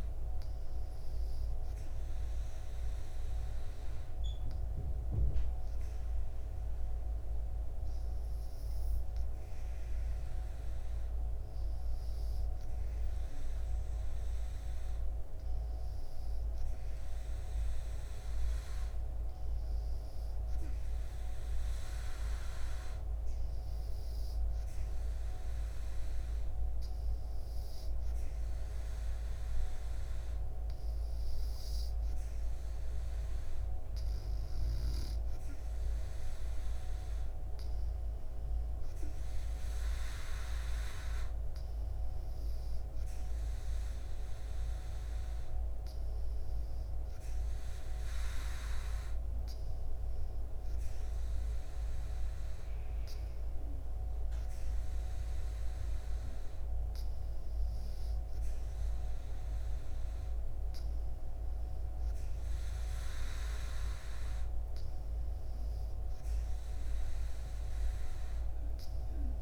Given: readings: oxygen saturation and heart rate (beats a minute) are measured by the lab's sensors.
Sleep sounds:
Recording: breathing in sleep, hard to hear, by a room microphone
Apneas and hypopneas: none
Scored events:
none scored
From the record:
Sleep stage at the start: N2 (light sleep)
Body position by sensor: on the back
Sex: female

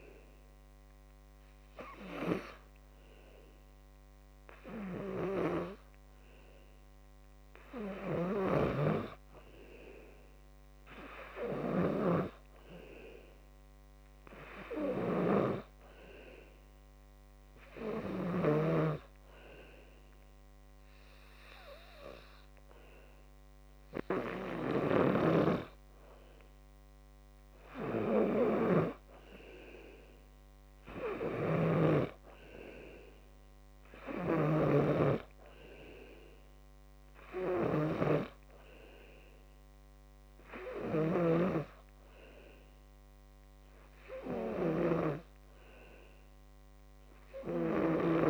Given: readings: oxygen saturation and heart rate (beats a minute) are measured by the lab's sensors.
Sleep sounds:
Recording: breathing in sleep by a microphone on the trachea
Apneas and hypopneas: 1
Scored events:
0.00-15.00 s: oxygen desaturation (device-marked, oxygen 89% lowest, heart rate 51 extreme)
15.00-26.00 s: hypopnea (oxygen 96% before, 91% lowest, heart rate 59 before, 51 extreme, up 3 after)
28.00-31.00 s: arousal
31.50-35.00 s: snoring (device-marked)
From the record:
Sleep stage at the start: N2 (light sleep)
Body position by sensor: on the back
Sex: male

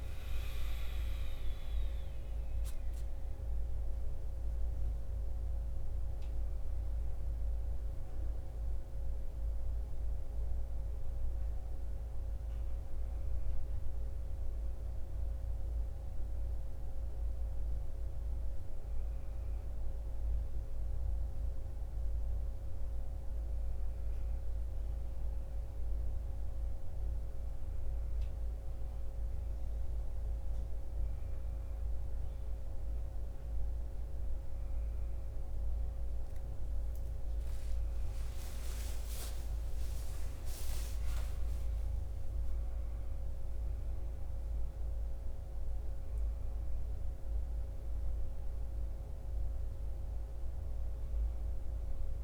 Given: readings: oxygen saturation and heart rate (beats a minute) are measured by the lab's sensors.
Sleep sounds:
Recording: breathing in sleep, hard to hear, by a room microphone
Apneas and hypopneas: none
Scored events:
38.50-41.50 s: arousal
From the record:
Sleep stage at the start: N1 (lightest sleep)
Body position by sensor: on the right side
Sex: male

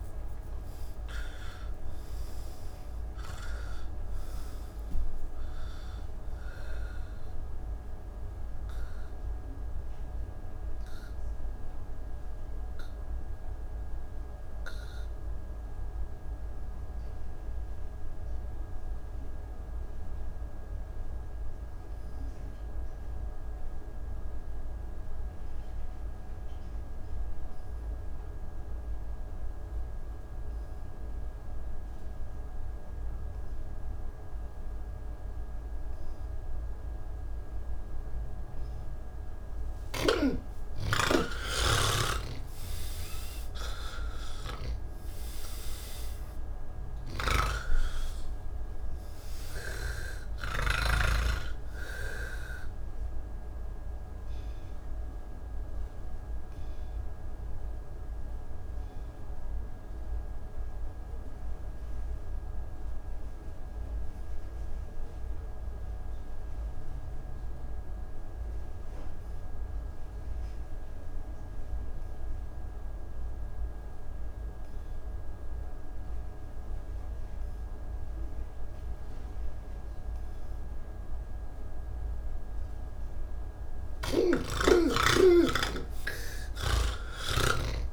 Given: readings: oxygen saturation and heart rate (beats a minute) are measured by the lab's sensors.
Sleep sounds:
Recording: breathing in sleep by a room microphone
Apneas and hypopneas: 2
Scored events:
0.00-15.50 s: oxygen desaturation (device-marked, oxygen 79% lowest, heart rate 56 extreme)
9.50-39.00 s: obstructive apnea (oxygen 96% before, 79% lowest, heart rate 108 before, 47 extreme)
31.50-46.50 s: oxygen desaturation (device-marked, oxygen 98% before, 85% lowest, heart rate 104 before, 47 extreme)
40.00-51.50 s: snoring (device-marked)
53.50-67.50 s: oxygen desaturation (device-marked, oxygen 89% before, 79% lowest, heart rate 96 before, 37 extreme)
56.50-83.00 s: obstructive apnea (oxygen 97% before, 79% lowest, heart rate 103 before, 37 extreme)
76.50-87.92 s: oxygen desaturation (device-marked, oxygen 98% before, 80% lowest, heart rate 74 before, 51 extreme)
84.00-87.50 s: snoring (device-marked)
From the record:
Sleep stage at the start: N1 (lightest sleep)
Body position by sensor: on the back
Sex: male

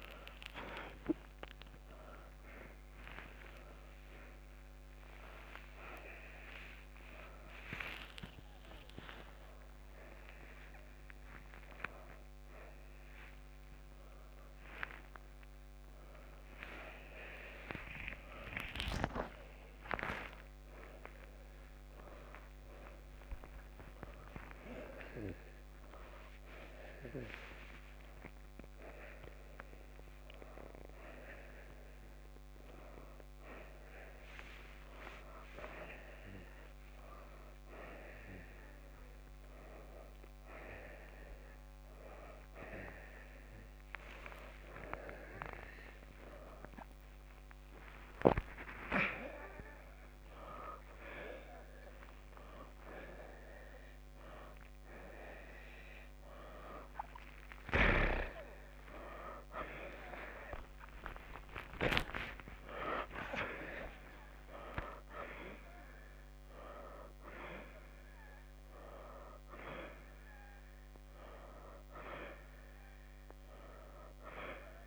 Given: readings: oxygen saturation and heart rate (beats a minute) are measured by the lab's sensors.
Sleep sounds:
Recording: a person awake in a sleep study, by a microphone on the trachea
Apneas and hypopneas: none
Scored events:
7.00-21.00 s: oxygen desaturation (device-marked, oxygen 89% before, 83% lowest, heart rate 112 before, 85 extreme)
29.00-36.00 s: oxygen desaturation (device-marked, oxygen 92% before, 87% lowest, heart rate 125 before, 90 extreme)
48.00-58.00 s: oxygen desaturation (device-marked, oxygen 91% before, 87% lowest, heart rate 113 before, 76 extreme)
From the record:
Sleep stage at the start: awake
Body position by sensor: upright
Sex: male

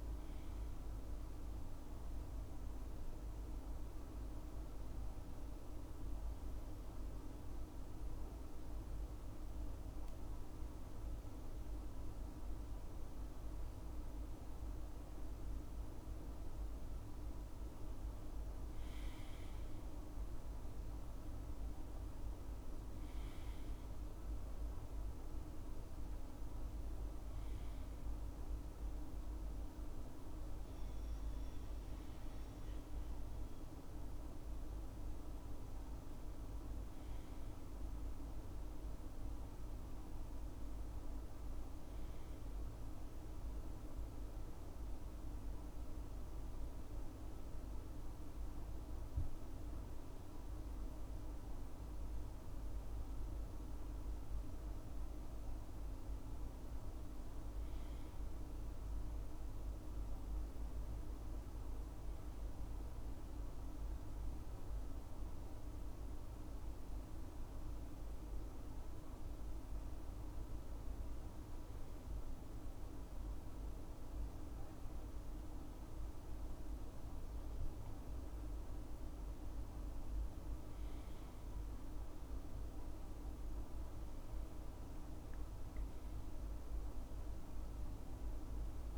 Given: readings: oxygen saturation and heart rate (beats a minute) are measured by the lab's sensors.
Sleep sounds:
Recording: breathing in sleep, hard to hear, by a room microphone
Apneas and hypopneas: 2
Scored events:
0.00-6.50 s: oxygen desaturation (device-marked, oxygen 94% lowest, heart rate 64 extreme)
2.00-15.50 s: obstructive apnea (oxygen 97% before, 93% lowest, heart rate 70 before, 64 extreme, up 8 after)
19.50-24.00 s: arousal
43.50-55.00 s: mixed apnea (oxygen 96% before, 95% lowest, heart rate 71 before, 68 extreme, up 4 after)
57.00-61.00 s: arousal
86.00-88.98 s: arousal
From the record:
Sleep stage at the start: N2 (light sleep)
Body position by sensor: on the left side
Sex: male

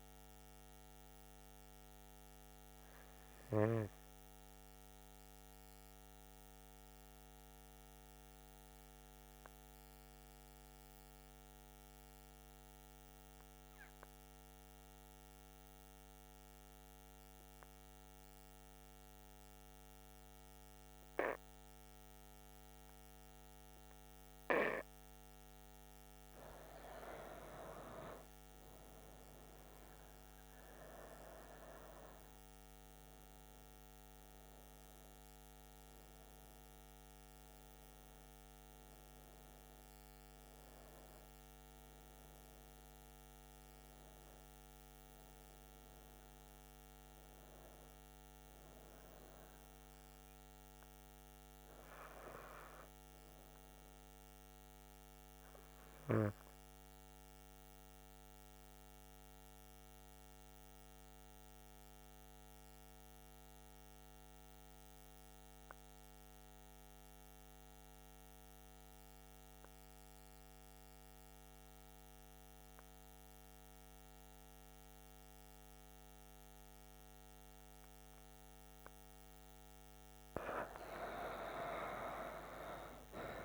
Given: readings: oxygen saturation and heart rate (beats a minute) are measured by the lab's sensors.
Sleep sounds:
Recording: breathing in sleep by a microphone on the trachea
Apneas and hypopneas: 2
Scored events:
6.00-24.50 s: hypopnea (oxygen 98% before, 92% lowest, heart rate 68 before, 64 extreme, up 7 after)
19.00-45.00 s: oxygen desaturation (device-marked, oxygen 98% before, 92% lowest, heart rate 64 before, 63 extreme)
27.00-31.50 s: arousal
50.00-54.00 s: arousal
57.50-78.50 s: mixed apnea (oxygen 98% before, 92% lowest, heart rate 71 before, 63 extreme, up 7 after)
76.00-83.45 s: oxygen desaturation (device-marked, oxygen 98% before, 92% lowest, heart rate 66 before, 63 extreme)
81.00-83.45 s: arousal
From the record:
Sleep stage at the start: N2 (light sleep)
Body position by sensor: on the right side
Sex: female

